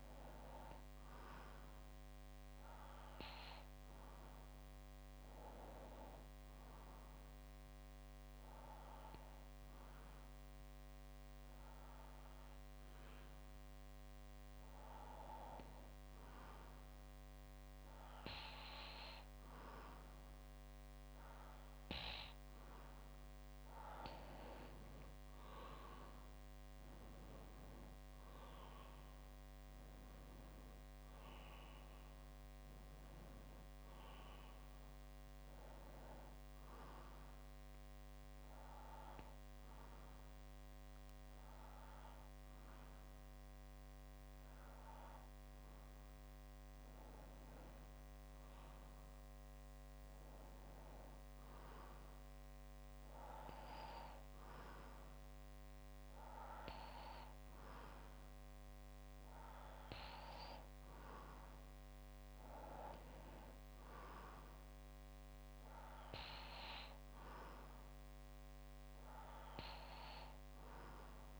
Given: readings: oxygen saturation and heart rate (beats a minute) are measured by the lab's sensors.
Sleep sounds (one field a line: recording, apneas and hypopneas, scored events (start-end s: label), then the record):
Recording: breathing in sleep by a microphone on the trachea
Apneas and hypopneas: 2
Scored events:
3.50-21.00 s: hypopnea (oxygen 94% before, 93% lowest, heart rate 64 before, 60 extreme, up 3 after)
27.00-31.50 s: arousal
37.00-48.00 s: obstructive apnea (oxygen 95% before, 93% lowest, heart rate 64 before, 60 extreme, up 3 after)
50.00-53.50 s: arousal
From the record:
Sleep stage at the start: N2 (light sleep)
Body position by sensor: on the back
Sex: male